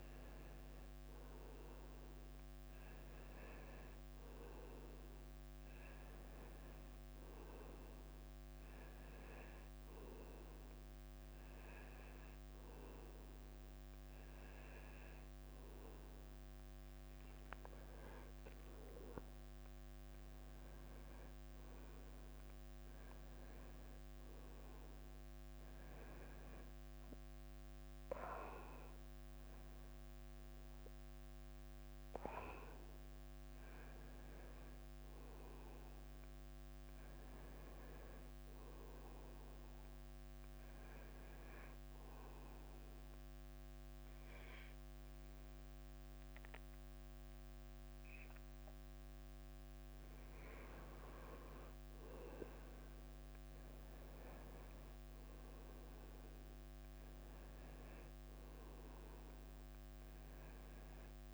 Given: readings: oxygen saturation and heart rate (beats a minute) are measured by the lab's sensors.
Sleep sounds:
breathing in sleep, hard to hear, by a microphone on the trachea; 1
0.00-13.50 s: tachycardia (device-marked, heart rate 102 extreme)
15.50-27.50 s: tachycardia (device-marked, heart rate 100 before, 102 extreme)
29.50-35.00 s: arousal
35.50-61.34 s: new sleep stage, N2 (light sleep)
42.50-52.50 s: central apnea (oxygen 94% before, 93% lowest, heart rate 101 before, 97 extreme, up 4 after)
50.50-54.50 s: tachycardia (device-marked, heart rate 100 before, 101 extreme)
56.00-59.50 s: arousal
From the record:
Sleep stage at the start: N1 (lightest sleep); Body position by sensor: on the right side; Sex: male

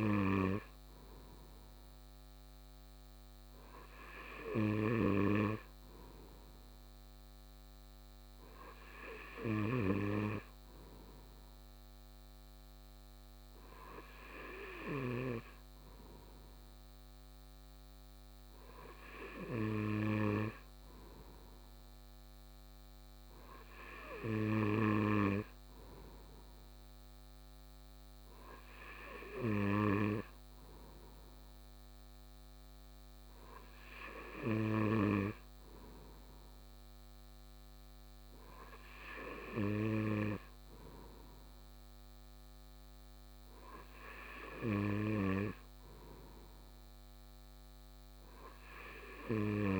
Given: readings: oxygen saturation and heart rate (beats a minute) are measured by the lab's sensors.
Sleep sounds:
breathing in sleep by a microphone on the trachea; none
none scored
From the record:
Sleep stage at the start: N2 (light sleep); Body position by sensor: on the right side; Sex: male

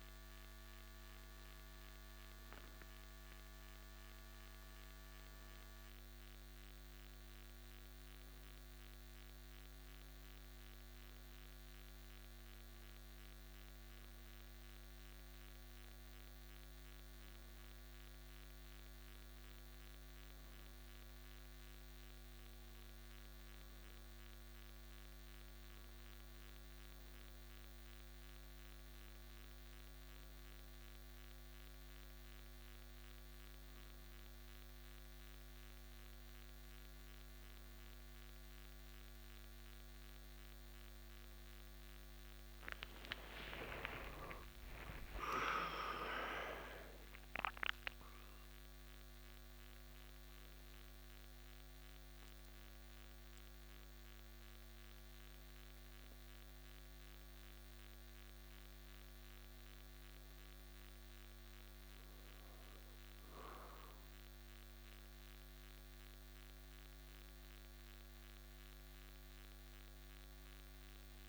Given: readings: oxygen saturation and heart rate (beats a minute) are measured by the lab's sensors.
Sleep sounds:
breathing in sleep by a microphone on the trachea; none
42.50-47.00 s: arousal
From the record:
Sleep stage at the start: N2 (light sleep); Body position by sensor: on the back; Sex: male

